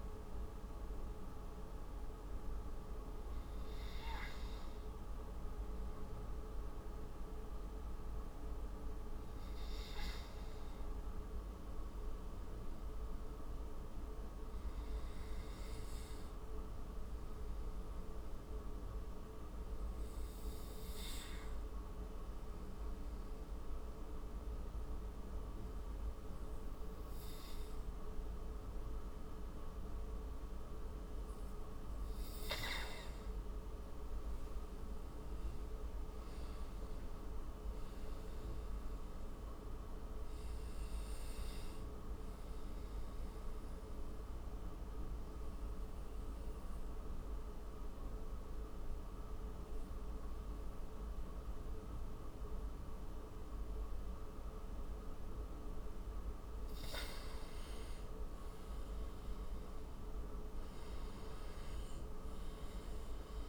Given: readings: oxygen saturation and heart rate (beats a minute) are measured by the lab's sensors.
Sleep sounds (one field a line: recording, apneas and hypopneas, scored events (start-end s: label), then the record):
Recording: breathing in sleep, hard to hear, by a room microphone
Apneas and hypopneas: 2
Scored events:
16.00-30.00 s: hypopnea (oxygen 99% before, 93% lowest)
33.00-37.50 s: arousal
35.00-53.00 s: oxygen desaturation (device-marked, oxygen 97% before, 94% lowest)
43.00-55.50 s: obstructive apnea (oxygen 98% before, 93% lowest)
57.50-61.50 s: arousal
62.00-63.49 s: oxygen desaturation (device-marked, oxygen 97% before, 93% lowest)
From the record:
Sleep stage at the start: N2 (light sleep)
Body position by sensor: on the right side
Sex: male